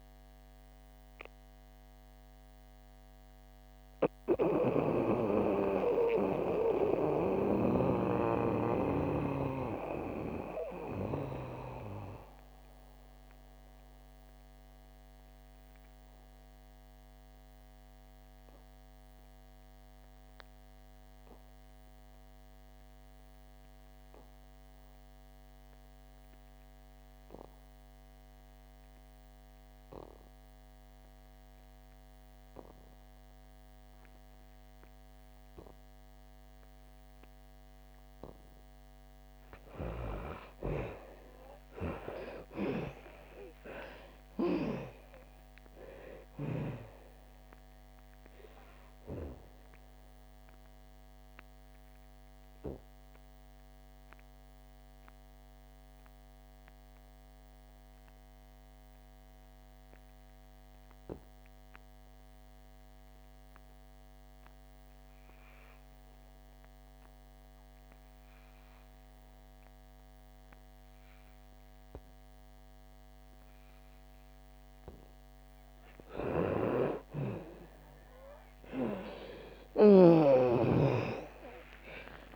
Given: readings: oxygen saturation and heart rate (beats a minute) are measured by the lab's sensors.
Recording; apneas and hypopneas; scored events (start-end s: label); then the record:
breathing in sleep by a microphone on the trachea; 2
0.00-26.00 s: oxygen desaturation (device-marked, oxygen 64% lowest, heart rate 46 extreme)
3.00-39.50 s: obstructive apnea (oxygen 97% before, 64% lowest, heart rate 55 before, 62 extreme, up 39 after)
31.00-70.00 s: oxygen desaturation (device-marked, oxygen 97% before, 65% lowest, heart rate 67 before, 62 extreme)
40.50-45.00 s: arousal
50.50-75.50 s: mixed apnea (oxygen 97% before, 65% lowest, heart rate 76 before, 59 extreme, up 35 after)
75.00-82.36 s: oxygen desaturation (device-marked, oxygen 97% before, 70% lowest, heart rate 67 before, 59 extreme)
78.00-82.36 s: arousal
From the record:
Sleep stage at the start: N2 (light sleep); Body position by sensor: on the back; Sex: female